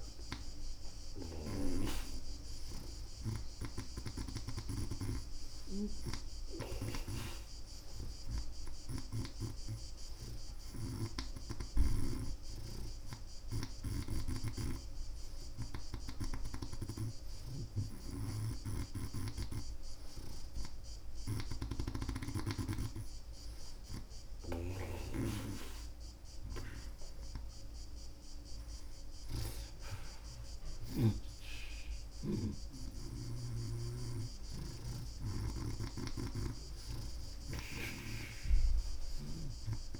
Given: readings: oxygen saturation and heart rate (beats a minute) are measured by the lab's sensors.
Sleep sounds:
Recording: breathing in sleep by a room microphone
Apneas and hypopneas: none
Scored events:
0.00-9.50 s: snoring (device-marked)
14.00-31.00 s: snoring (device-marked)
35.50-40.00 s: snoring (device-marked)
From the record:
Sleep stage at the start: N2 (light sleep)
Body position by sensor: on the right side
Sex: male

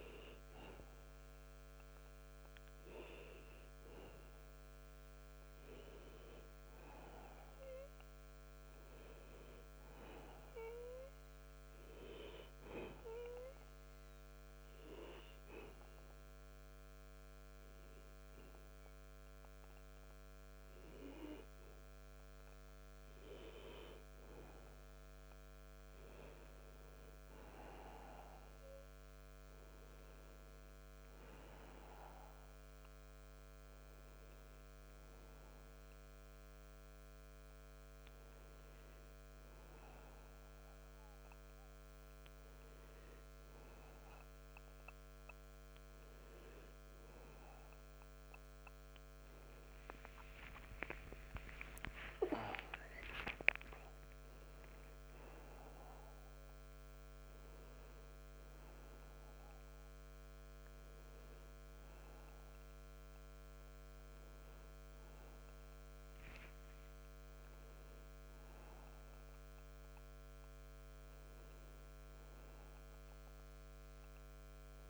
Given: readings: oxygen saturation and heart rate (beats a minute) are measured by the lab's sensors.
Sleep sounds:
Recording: breathing in sleep by a microphone on the trachea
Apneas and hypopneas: 1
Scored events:
6.00-9.50 s: arousal
13.00-24.00 s: obstructive apnea (oxygen 95% before, 92% lowest)
25.00-29.00 s: arousal
50.00-54.00 s: arousal
From the record:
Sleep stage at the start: N2 (light sleep)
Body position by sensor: on the back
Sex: male

